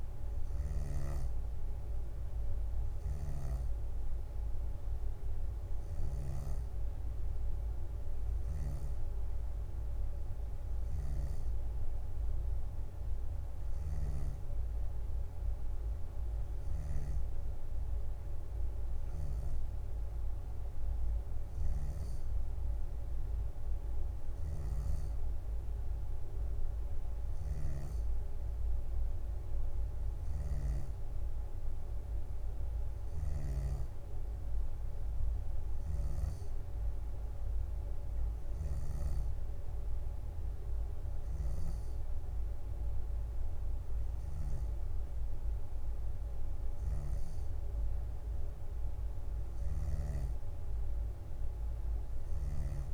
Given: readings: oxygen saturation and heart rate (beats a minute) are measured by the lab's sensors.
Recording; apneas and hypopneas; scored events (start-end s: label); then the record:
breathing in sleep, hard to hear, by a room microphone; none
3.00-6.50 s: snoring (device-marked)
19.50-21.50 s: bradycardia (device-marked, heart rate 65 before, 61 extreme)
30.50-32.50 s: bradycardia (device-marked, heart rate 65 before, 61 extreme)
46.50-48.50 s: leg movement (device-marked)
46.50-52.94 s: drop in pulse transit time (device-marked, heart rate 61 before, 62 extreme)
From the record:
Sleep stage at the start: N2 (light sleep); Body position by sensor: on the back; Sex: female